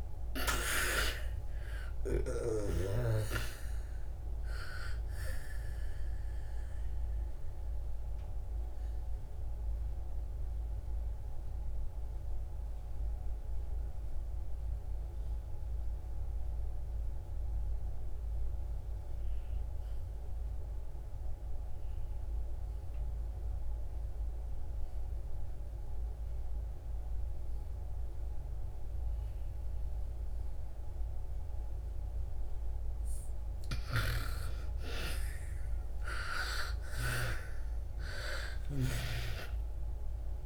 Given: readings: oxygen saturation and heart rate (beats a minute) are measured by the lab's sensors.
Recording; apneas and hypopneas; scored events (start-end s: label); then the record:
breathing in sleep by a room microphone; 1
0.00-24.00 s: oxygen desaturation (device-marked, oxygen 77% lowest, heart rate 58 extreme)
6.50-32.00 s: obstructive apnea (oxygen 98% before, 77% lowest, heart rate 67 before, 56 extreme, up 23 after)
26.00-40.46 s: oxygen desaturation (device-marked, oxygen 98% before, 78% lowest, heart rate 63 before, 56 extreme)
33.50-37.00 s: snoring (device-marked)
34.00-40.00 s: arousal
From the record:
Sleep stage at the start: N2 (light sleep); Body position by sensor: on the back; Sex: female